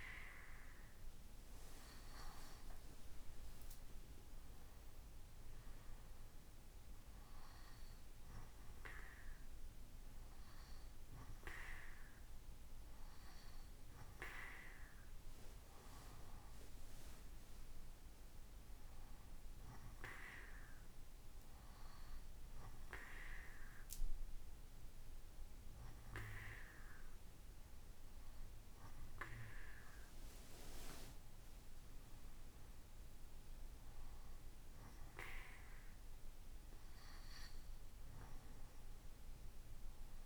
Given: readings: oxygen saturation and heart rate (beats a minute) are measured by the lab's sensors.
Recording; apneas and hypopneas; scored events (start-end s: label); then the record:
a person awake in a sleep study, by a room microphone; none
none scored
From the record:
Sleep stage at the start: awake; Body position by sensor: on the right side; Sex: male